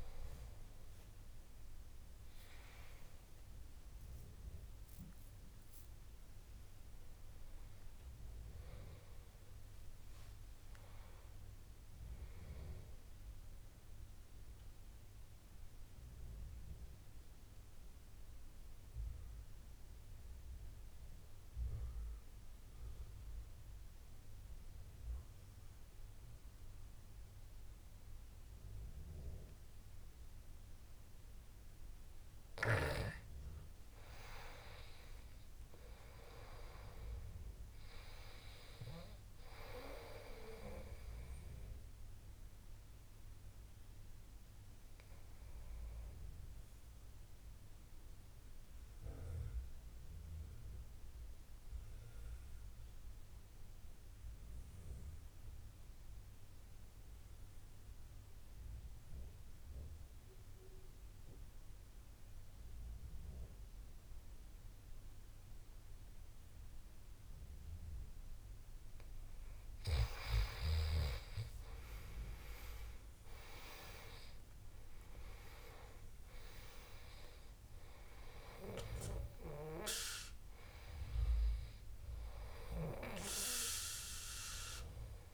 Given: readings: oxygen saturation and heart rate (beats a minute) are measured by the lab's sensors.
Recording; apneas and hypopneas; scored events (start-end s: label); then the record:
a person partly awake in a sleep study, by a room microphone; 2
11.50-85.33 s: new sleep stage, N2 (light sleep)
15.50-34.00 s: mixed apnea (oxygen 98% before, 85% lowest, heart rate 77 before, 65 extreme, up 9 after)
34.50-57.50 s: oxygen desaturation (device-marked, oxygen 98% before, 90% lowest, heart rate 72 before, 65 extreme)
36.00-40.00 s: arousal
42.50-69.00 s: obstructive apnea (oxygen 98% before, 85% lowest, heart rate 73 before, 69 extreme, up 13 after)
65.50-85.33 s: oxygen desaturation (device-marked, oxygen 98% before, 85% lowest, heart rate 69 before, 68 extreme)
70.50-75.00 s: arousal
From the record:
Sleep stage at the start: awake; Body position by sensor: on the right side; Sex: male